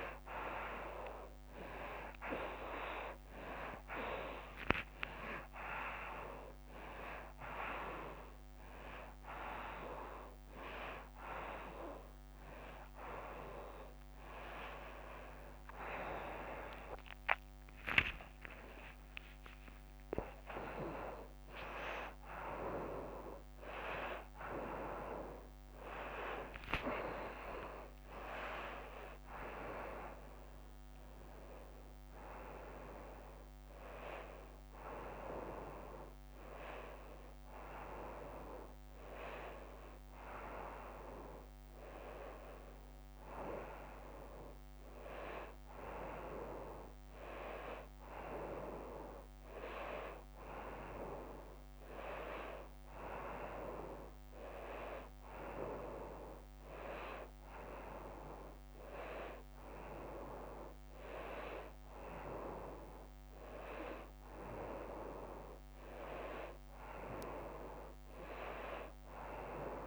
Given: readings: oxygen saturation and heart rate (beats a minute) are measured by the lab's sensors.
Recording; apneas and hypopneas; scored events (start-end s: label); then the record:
a person awake in a sleep study, by a microphone on the trachea; none
0.00-7.50 s: oxygen desaturation (device-marked, oxygen 93% lowest, heart rate 94 extreme)
40.50-69.87 s: new sleep stage, N1 (lightest sleep)
From the record:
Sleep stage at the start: awake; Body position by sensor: on the right side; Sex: female